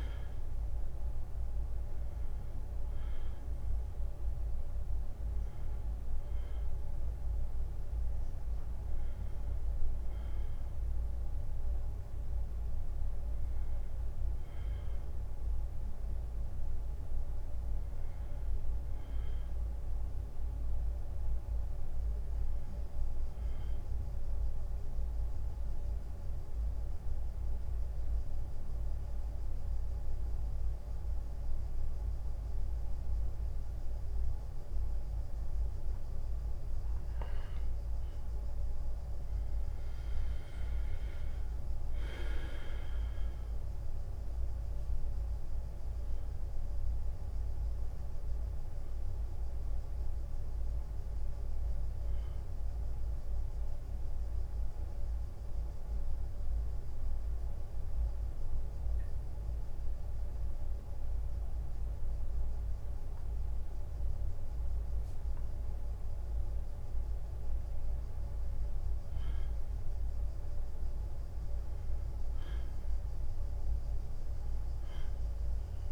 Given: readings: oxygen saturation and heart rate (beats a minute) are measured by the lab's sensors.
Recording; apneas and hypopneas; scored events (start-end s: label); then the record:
breathing in sleep, hard to hear, by a room microphone; 2
0.00-1.00 s: arousal
0.00-9.00 s: drop in pulse transit time (device-marked, heart rate 87 extreme)
20.00-40.00 s: oxygen desaturation (device-marked, oxygen 95% before, 89% lowest, heart rate 91 before, 84 extreme)
25.50-39.50 s: central apnea (oxygen 96% before, 89% lowest, heart rate 92 before, 84 extreme, up 0 after)
26.00-75.92 s: new sleep stage, N2 (light sleep)
42.50-47.00 s: arousal
44.00-56.00 s: drop in pulse transit time (device-marked, heart rate 89 before, 84 extreme)
53.50-67.00 s: central apnea (oxygen 99% before, 91% lowest, heart rate 87 before, 85 extreme, up 0 after)
69.00-72.50 s: arousal
From the record:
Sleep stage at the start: N1 (lightest sleep); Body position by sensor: on the back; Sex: male